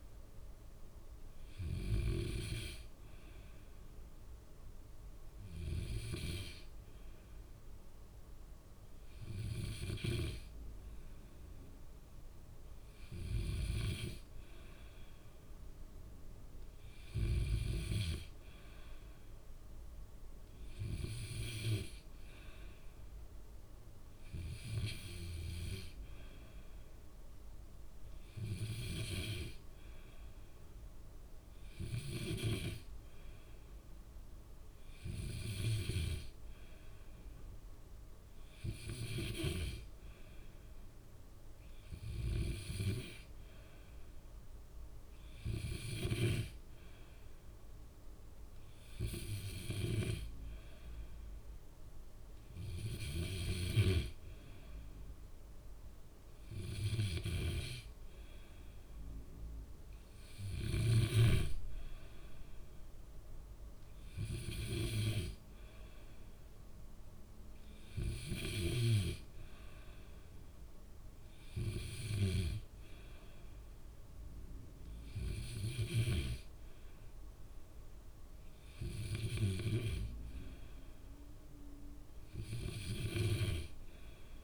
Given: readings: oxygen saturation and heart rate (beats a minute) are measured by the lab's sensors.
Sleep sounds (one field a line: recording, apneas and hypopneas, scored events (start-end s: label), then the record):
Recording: breathing in sleep by a room microphone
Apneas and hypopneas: 1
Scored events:
2.00-13.00 s: hypopnea (oxygen 96% before, 93% lowest, heart rate 62 before, 61 extreme, up 2 after)
15.50-19.50 s: arousal
From the record:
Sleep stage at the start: N2 (light sleep)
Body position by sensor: on the back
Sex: male